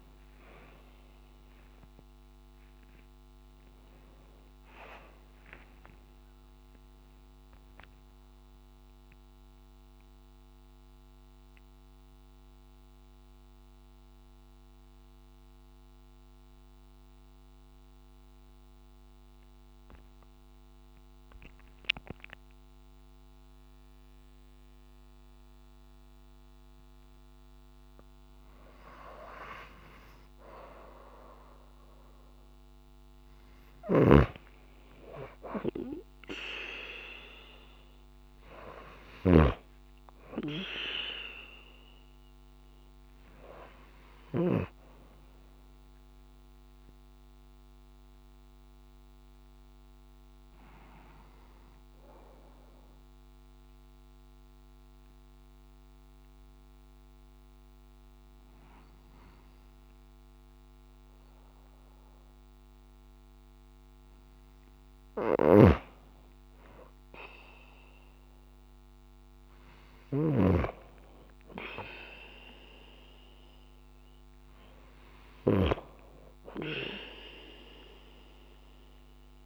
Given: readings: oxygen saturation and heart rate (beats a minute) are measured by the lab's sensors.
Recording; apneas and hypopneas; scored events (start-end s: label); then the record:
breathing in sleep by a microphone on the trachea; 2
0.00-28.50 s: oxygen desaturation (device-marked, oxygen 91% lowest)
6.00-8.00 s: long interval between heartbeats (device-marked)
7.50-28.00 s: mixed apnea (oxygen 98% before, 91% lowest)
34.50-39.50 s: arousal
47.50-65.50 s: obstructive apnea (oxygen 98% before, 93% lowest)
67.50-72.00 s: arousal
From the record:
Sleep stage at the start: N2 (light sleep); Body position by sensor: on the back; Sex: female